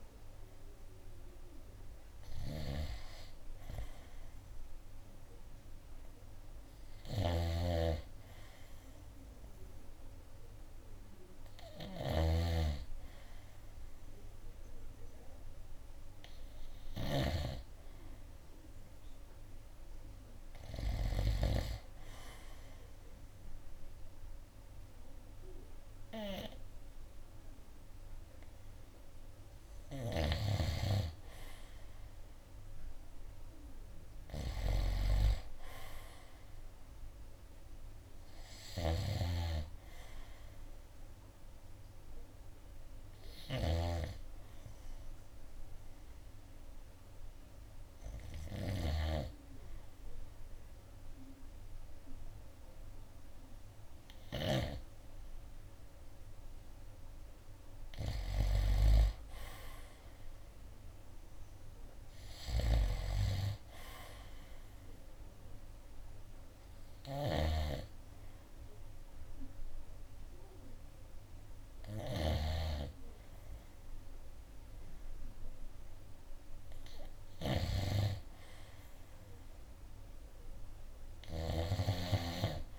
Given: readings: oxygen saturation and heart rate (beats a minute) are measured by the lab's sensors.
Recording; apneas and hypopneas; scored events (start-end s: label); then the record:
breathing in sleep by a room microphone; none
2.50-17.50 s: snoring (device-marked)
16.00-20.00 s: oxygen desaturation (device-marked, oxygen 95% before, 91% lowest, heart rate 65 before, 64 extreme)
39.00-55.00 s: snoring (device-marked)
67.00-82.00 s: snoring (device-marked)
68.00-82.00 s: oxygen desaturation (device-marked, oxygen 95% before, 89% lowest, heart rate 67 before, 63 extreme)
From the record:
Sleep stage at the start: N2 (light sleep); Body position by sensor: on the right side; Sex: male